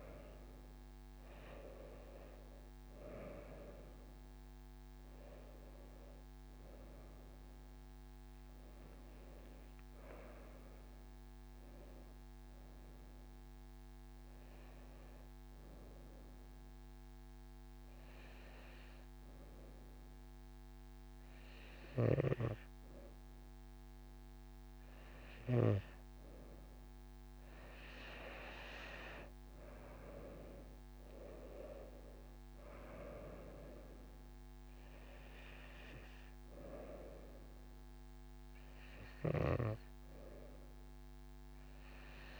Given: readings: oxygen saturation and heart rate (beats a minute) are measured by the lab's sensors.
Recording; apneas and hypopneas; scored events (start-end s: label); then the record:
breathing in sleep by a microphone on the trachea; none
11.50-14.50 s: arousal
From the record:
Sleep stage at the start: N2 (light sleep); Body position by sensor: on the right side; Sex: female